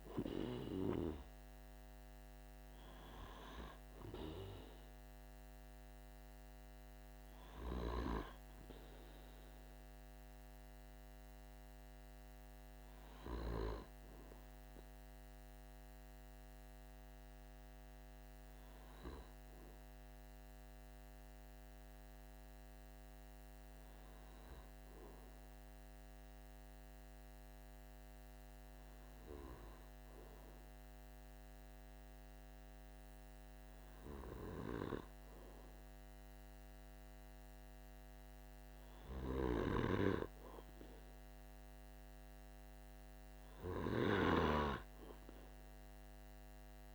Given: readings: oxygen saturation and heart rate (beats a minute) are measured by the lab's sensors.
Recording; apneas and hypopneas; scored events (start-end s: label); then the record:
breathing in sleep by a microphone on the trachea; 1
23.00-40.50 s: hypopnea (oxygen 95% before, 95% lowest, heart rate 46 before, 45 extreme, up 1 after)
42.50-46.50 s: arousal
From the record:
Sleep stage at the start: N2 (light sleep); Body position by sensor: on the back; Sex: male